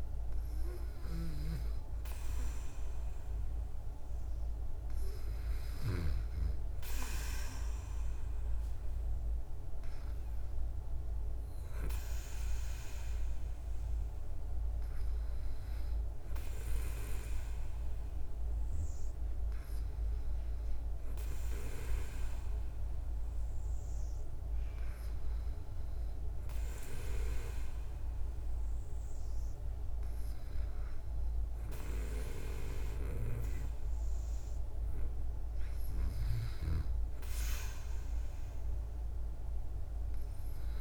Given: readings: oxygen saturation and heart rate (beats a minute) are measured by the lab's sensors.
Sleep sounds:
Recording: breathing in sleep by a room microphone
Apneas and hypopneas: none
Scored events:
none scored
From the record:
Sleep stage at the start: N2 (light sleep)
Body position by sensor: on the back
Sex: female

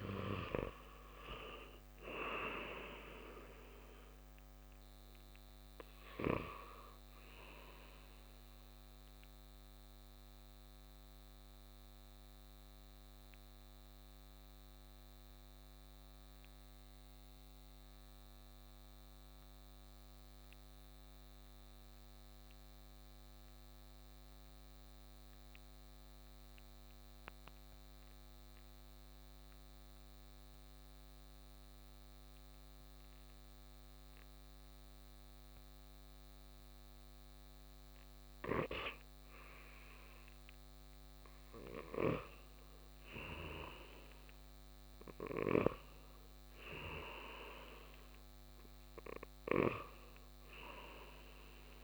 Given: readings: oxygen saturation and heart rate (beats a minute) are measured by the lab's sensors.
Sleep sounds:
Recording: breathing in sleep by a microphone on the trachea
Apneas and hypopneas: 1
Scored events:
0.00-14.00 s: oxygen desaturation (device-marked, oxygen 90% lowest, heart rate 58 extreme)
9.50-42.00 s: mixed apnea (oxygen 96% before, 90% lowest, heart rate 63 before, 57 extreme, up 3 after)
37.00-51.84 s: oxygen desaturation (device-marked, oxygen 100% before, 92% lowest, heart rate 59 before, 57 extreme)
44.00-48.50 s: arousal
From the record:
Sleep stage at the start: N2 (light sleep)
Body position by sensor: on the right side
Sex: male

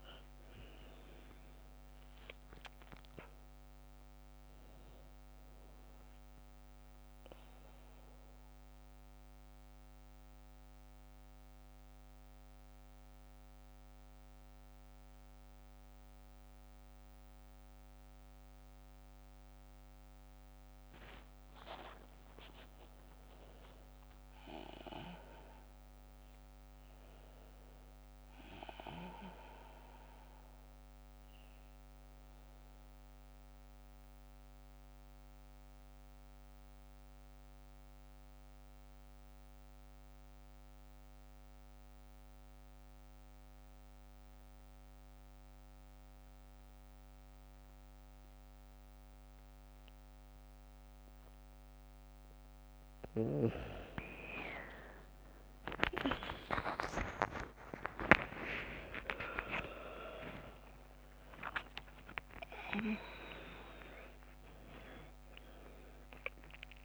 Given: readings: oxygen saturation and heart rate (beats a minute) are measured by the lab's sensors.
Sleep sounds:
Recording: breathing in sleep by a microphone on the trachea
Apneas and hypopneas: 2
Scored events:
0.00-22.00 s: oxygen desaturation (device-marked, oxygen 83% lowest, heart rate 52 extreme)
7.00-20.50 s: central apnea (oxygen 100% before, 83% lowest, heart rate 60 before, 52 extreme, up 17 after)
21.50-23.50 s: long interval between heartbeats (device-marked, heart rate 58 before, 61 extreme)
22.00-27.50 s: arousal
33.50-52.00 s: mixed apnea (oxygen 100% before, 86% lowest, heart rate 60 before, 52 extreme, up 52 after)
52.00-66.84 s: oxygen desaturation (device-marked, oxygen 97% before, 86% lowest, heart rate 55 before, 55 extreme)
54.50-59.50 s: arousal
55.00-57.00 s: long interval between heartbeats (device-marked, heart rate 56 before, 76 extreme)
56.00-65.00 s: tachycardia (device-marked, heart rate 60 before, 163 extreme)
59.50-61.50 s: long interval between heartbeats (device-marked, heart rate 61 before, 107 extreme)
61.50-63.50 s: long interval between heartbeats (device-marked, heart rate 67 before, 130 extreme)
64.00-66.00 s: long interval between heartbeats (device-marked, heart rate 80 before, 147 extreme)
From the record:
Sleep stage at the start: N2 (light sleep)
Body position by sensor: on the back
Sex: female

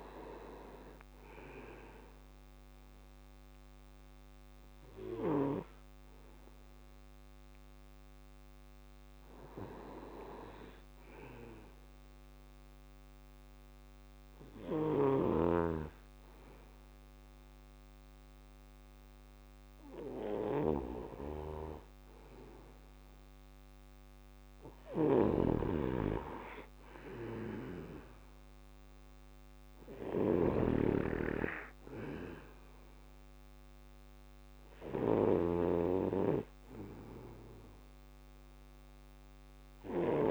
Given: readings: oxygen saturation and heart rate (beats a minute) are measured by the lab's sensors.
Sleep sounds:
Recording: breathing in sleep by a microphone on the trachea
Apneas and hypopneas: none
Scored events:
0.00-7.50 s: drop in pulse transit time (device-marked, heart rate 62 extreme)
24.00-40.31 s: snoring (device-marked)
From the record:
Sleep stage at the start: N2 (light sleep)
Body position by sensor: on the back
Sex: male

